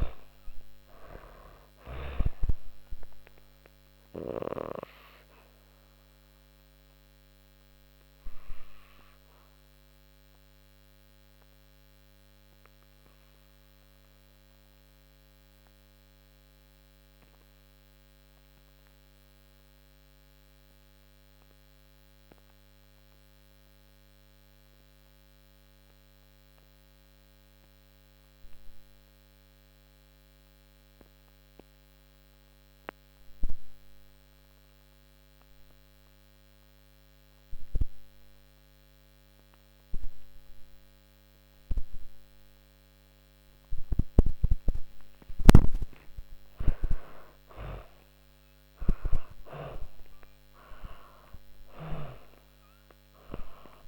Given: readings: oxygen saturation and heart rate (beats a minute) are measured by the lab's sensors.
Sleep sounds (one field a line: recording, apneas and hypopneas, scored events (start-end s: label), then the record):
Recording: breathing in sleep by a microphone on the trachea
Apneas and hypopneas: 1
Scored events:
0.00-24.50 s: oxygen desaturation (device-marked, oxygen 78% lowest)
3.00-45.00 s: obstructive apnea (oxygen 98% before, 78% lowest)
40.50-53.87 s: oxygen desaturation (device-marked, oxygen 98% before, 80% lowest)
46.50-51.00 s: arousal
From the record:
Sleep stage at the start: N2 (light sleep)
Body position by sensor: on the back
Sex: female